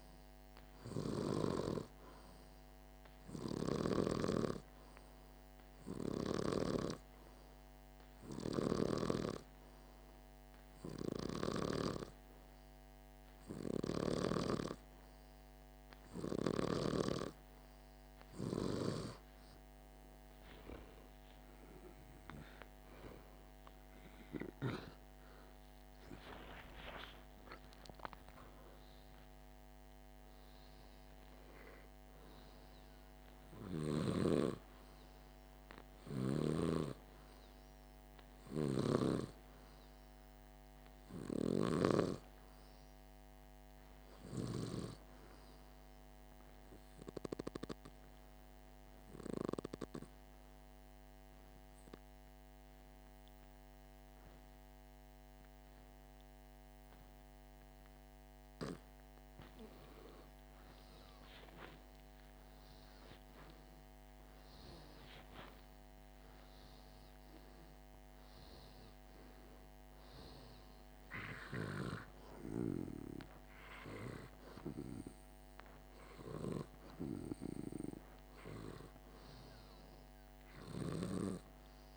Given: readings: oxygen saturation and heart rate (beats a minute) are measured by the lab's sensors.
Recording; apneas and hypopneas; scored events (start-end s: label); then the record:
breathing in sleep by a microphone on the trachea; 2
5.50-17.50 s: hypopnea (oxygen 99% before, 96% lowest, heart rate 49 before, 49 extreme, up 2 after)
22.50-26.50 s: arousal
50.00-60.50 s: obstructive apnea (oxygen 98% before, 95% lowest, heart rate 52 before, 50 extreme, up 2 after)
62.50-67.00 s: arousal
73.50-81.97 s: oxygen desaturation (device-marked, oxygen 98% before, 95% lowest, heart rate 51 before, 50 extreme)
From the record:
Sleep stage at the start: N2 (light sleep); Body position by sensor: on the back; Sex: male